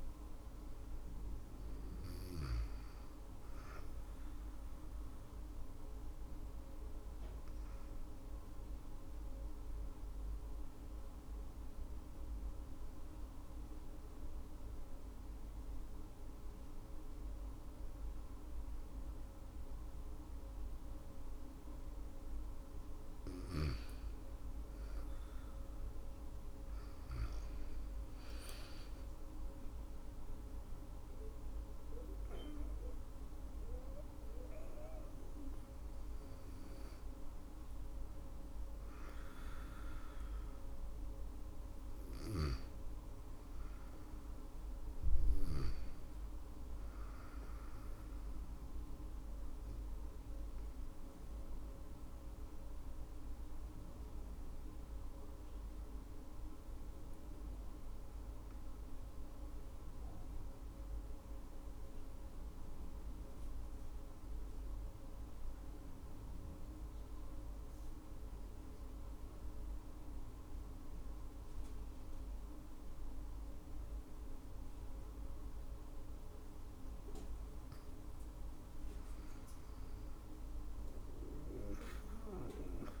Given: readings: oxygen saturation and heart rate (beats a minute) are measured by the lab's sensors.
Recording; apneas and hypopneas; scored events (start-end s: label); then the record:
breathing in sleep, hard to hear, by a room microphone; 2
0.00-13.50 s: oxygen desaturation (device-marked, oxygen 94% lowest, heart rate 64 extreme)
3.00-21.00 s: obstructive apnea (oxygen 99% before, 93% lowest, heart rate 70 before, 57 extreme, up 7 after)
23.00-26.50 s: arousal
26.50-41.50 s: oxygen desaturation (device-marked, oxygen 97% before, 93% lowest, heart rate 67 before, 55 extreme)
29.50-40.50 s: drop in pulse transit time (device-marked, heart rate 67 before, 69 extreme)
41.50-44.50 s: arousal
47.00-75.50 s: obstructive apnea (oxygen 97% before, 92% lowest, heart rate 68 before, 55 extreme, up 7 after)
53.50-64.50 s: drop in pulse transit time (device-marked, heart rate 63 before, 55 extreme)
72.50-83.00 s: oxygen desaturation (device-marked, oxygen 99% before, 92% lowest, heart rate 64 before, 57 extreme)
77.50-82.00 s: arousal
80.50-83.00 s: drop in pulse transit time (device-marked, heart rate 69 before, 71 extreme)
From the record:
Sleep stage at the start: N2 (light sleep); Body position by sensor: on the back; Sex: female